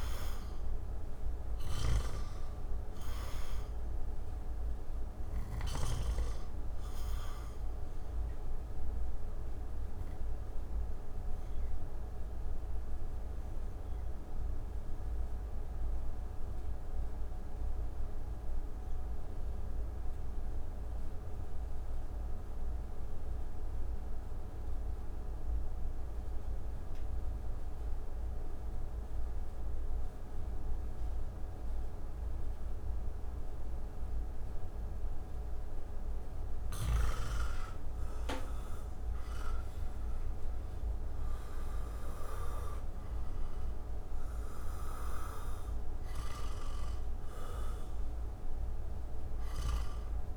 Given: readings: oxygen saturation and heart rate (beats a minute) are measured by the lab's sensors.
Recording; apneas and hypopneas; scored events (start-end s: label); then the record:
breathing in sleep, hard to hear, by a room microphone; 1
3.50-23.50 s: oxygen desaturation (device-marked, oxygen 96% before, 87% lowest)
8.50-35.50 s: obstructive apnea (oxygen 96% before, 81% lowest)
37.00-41.50 s: arousal
41.50-50.37 s: oxygen desaturation (device-marked, oxygen 96% before, 81% lowest)
From the record:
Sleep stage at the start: N2 (light sleep); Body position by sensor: on the back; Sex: male